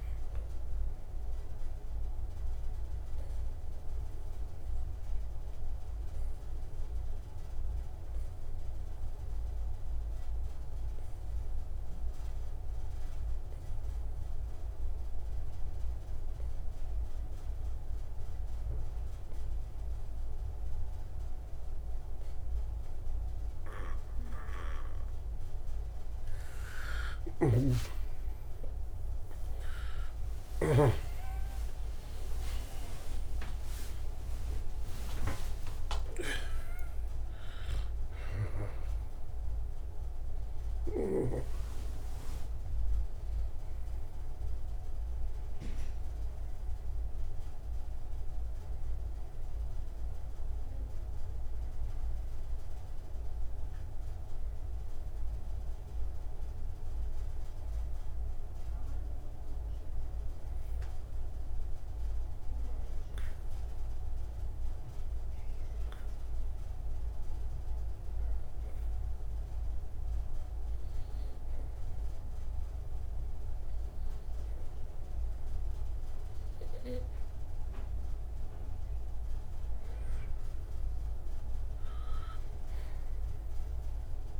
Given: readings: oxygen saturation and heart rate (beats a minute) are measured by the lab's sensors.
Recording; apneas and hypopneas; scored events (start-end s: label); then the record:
breathing in sleep by a room microphone; 2
0.00-11.00 s: oxygen desaturation (device-marked, oxygen 85% lowest)
2.00-26.00 s: obstructive apnea (oxygen 96% before, 84% lowest)
23.00-63.00 s: oxygen desaturation (device-marked, oxygen 98% before, 84% lowest)
27.50-31.00 s: snoring (device-marked)
29.00-34.50 s: arousal
64.50-78.50 s: obstructive apnea (oxygen 93% before, 90% lowest)
81.00-84.39 s: arousal
83.00-84.39 s: oxygen desaturation (device-marked, oxygen 98% before, 91% lowest)
From the record:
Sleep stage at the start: N2 (light sleep); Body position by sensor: on the right side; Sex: male